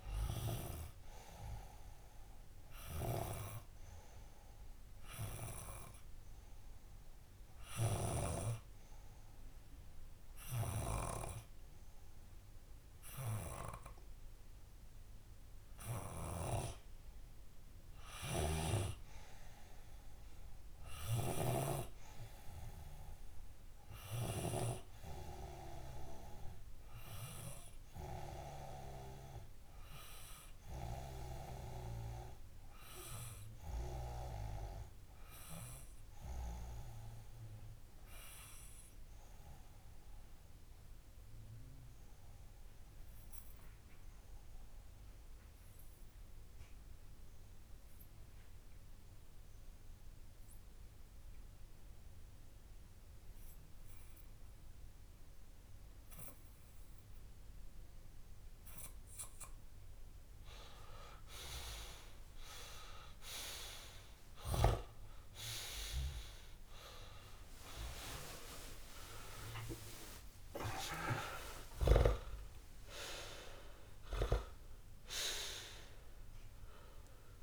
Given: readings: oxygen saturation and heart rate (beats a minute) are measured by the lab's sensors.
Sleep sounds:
breathing in sleep by a room microphone; 2
0.00-22.50 s: oxygen desaturation (device-marked, oxygen 90% lowest)
4.00-17.00 s: obstructive apnea (oxygen 98% before, 90% lowest)
21.50-25.00 s: arousal
31.50-59.00 s: obstructive apnea (oxygen 98% before, 93% lowest)
61.50-77.43 s: new sleep stage, N1 (lightest sleep)
68.00-72.00 s: arousal
From the record:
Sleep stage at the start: N2 (light sleep); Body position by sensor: on the left side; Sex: male

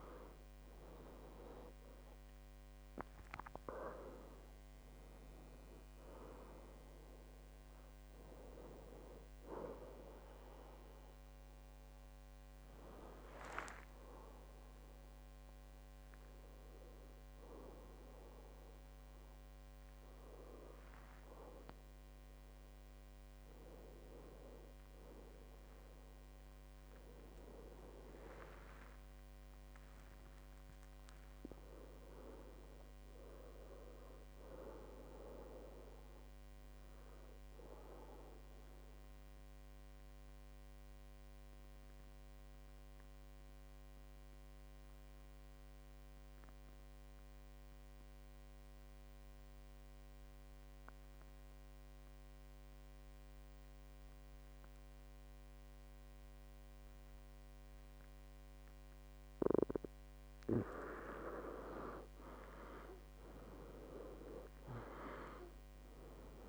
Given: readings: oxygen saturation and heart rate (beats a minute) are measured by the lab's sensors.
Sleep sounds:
breathing in sleep by a microphone on the trachea; 1
0.00-25.50 s: oxygen desaturation (device-marked, oxygen 89% lowest, heart rate 64 extreme)
2.50-32.50 s: new sleep stage, N1 (lightest sleep)
28.50-32.00 s: arousal
32.50-66.49 s: new sleep stage, N2 (light sleep)
38.50-60.00 s: obstructive apnea (oxygen 99% before, 91% lowest, heart rate 73 before, 63 extreme, up 17 after)
56.50-66.49 s: oxygen desaturation (device-marked, oxygen 98% before, 91% lowest, heart rate 68 before, 61 extreme)
63.00-65.00 s: long interval between heartbeats (device-marked, heart rate 64 before, 69 extreme)
63.00-66.49 s: arousal
From the record:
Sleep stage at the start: N2 (light sleep); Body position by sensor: on the back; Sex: male

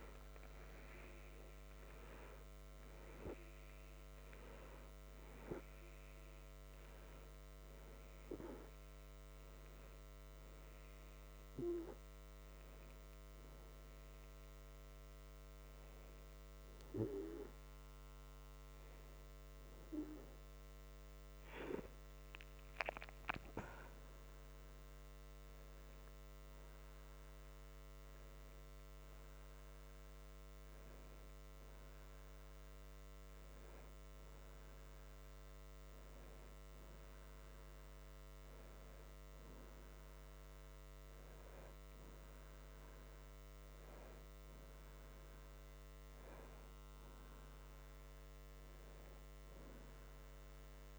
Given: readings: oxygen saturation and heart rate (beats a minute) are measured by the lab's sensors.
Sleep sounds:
a person awake in a sleep study, by a microphone on the trachea; none
16.50-27.50 s: oxygen desaturation (device-marked, oxygen 90% before, 87% lowest, heart rate 72 before, 53 extreme)
40.50-50.99 s: new sleep stage, N1 (lightest sleep)
From the record:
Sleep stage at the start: awake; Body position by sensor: on the right side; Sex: male

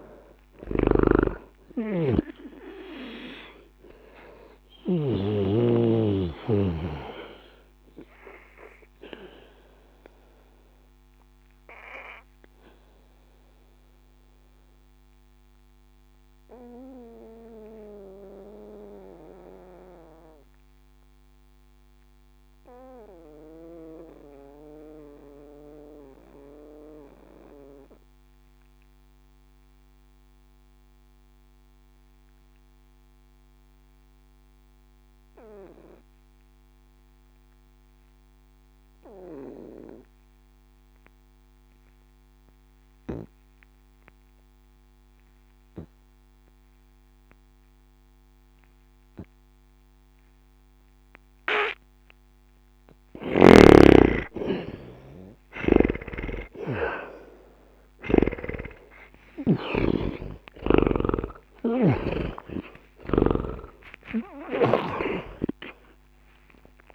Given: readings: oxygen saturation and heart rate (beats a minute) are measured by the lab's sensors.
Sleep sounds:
breathing in sleep by a microphone on the trachea; 1
0.00-5.00 s: snoring (device-marked)
0.00-27.50 s: oxygen desaturation (device-marked, oxygen 74% lowest, heart rate 59 extreme)
6.50-55.50 s: obstructive apnea (oxygen 94% before, 74% lowest, heart rate 89 before, 59 extreme)
36.50-38.50 s: bradycardia (device-marked, heart rate 62 before, 63 extreme)
47.50-66.95 s: oxygen desaturation (device-marked, oxygen 98% before, 75% lowest, heart rate 61 before, 60 extreme)
55.50-66.95 s: snoring (device-marked)
57.50-63.00 s: arousal
From the record:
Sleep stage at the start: N2 (light sleep); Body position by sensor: on the back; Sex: male

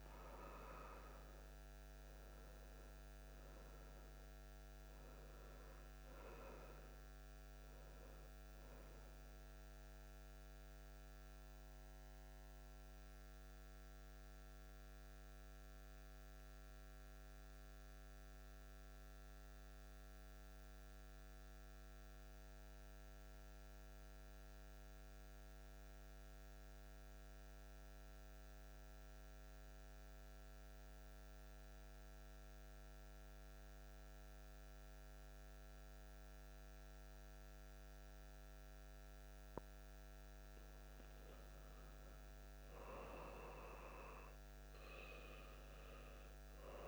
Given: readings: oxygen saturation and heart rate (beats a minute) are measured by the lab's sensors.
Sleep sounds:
breathing in sleep by a microphone on the trachea; 1
0.00-3.50 s: oxygen desaturation (device-marked, oxygen 89% lowest)
7.00-38.00 s: central apnea (oxygen 98% before, 93% lowest)
39.00-43.00 s: arousal
39.50-46.87 s: oxygen desaturation (device-marked, oxygen 98% before, 93% lowest)
From the record:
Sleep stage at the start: N2 (light sleep); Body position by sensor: on the back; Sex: male

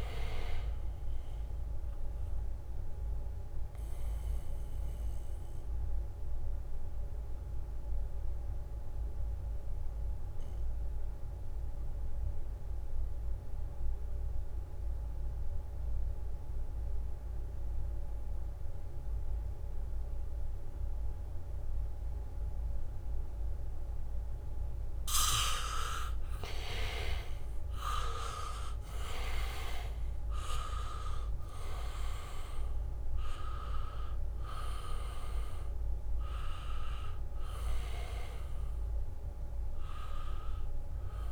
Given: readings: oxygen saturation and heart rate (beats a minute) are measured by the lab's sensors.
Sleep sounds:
breathing in sleep by a room microphone; 1
0.00-15.00 s: oxygen desaturation (device-marked, oxygen 88% lowest, heart rate 68 extreme)
4.00-24.00 s: mixed apnea (oxygen 98% before, 84% lowest, heart rate 72 before, 68 extreme, up 1 after)
6.00-10.50 s: leg movement (device-marked)
23.00-41.32 s: oxygen desaturation (device-marked, oxygen 98% before, 84% lowest, heart rate 70 before, 68 extreme)
26.50-31.00 s: arousal
From the record:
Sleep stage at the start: N2 (light sleep); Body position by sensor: on the back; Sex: male

